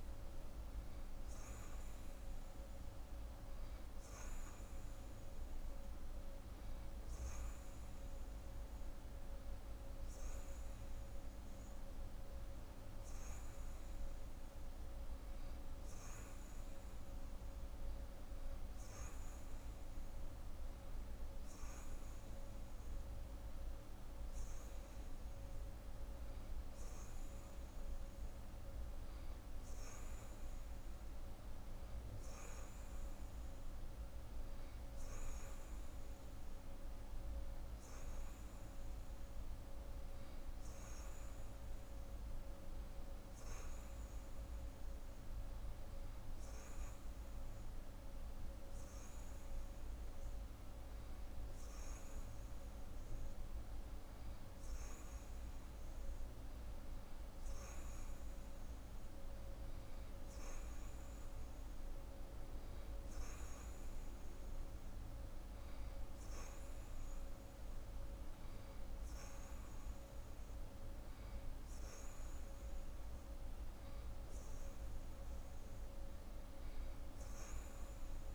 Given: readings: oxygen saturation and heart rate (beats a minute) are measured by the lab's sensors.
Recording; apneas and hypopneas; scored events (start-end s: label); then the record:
breathing in sleep, hard to hear, by a room microphone; none
none scored
From the record:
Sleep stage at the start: N2 (light sleep); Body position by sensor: on the right side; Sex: female